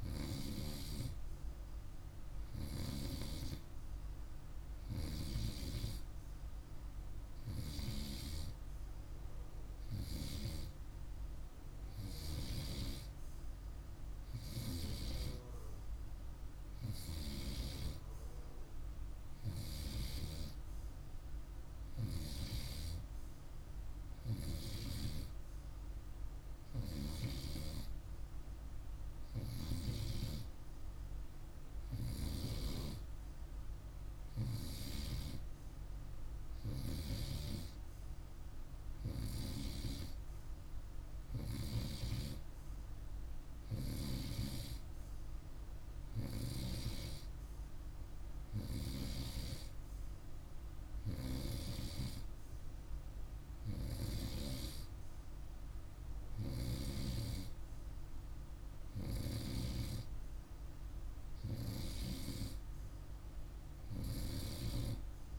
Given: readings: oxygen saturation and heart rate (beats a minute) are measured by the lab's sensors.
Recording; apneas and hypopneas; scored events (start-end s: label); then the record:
breathing in sleep by a room microphone; none
none scored
From the record:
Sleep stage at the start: N2 (light sleep); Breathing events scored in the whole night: 209 in 5.7 hours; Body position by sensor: on the right side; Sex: male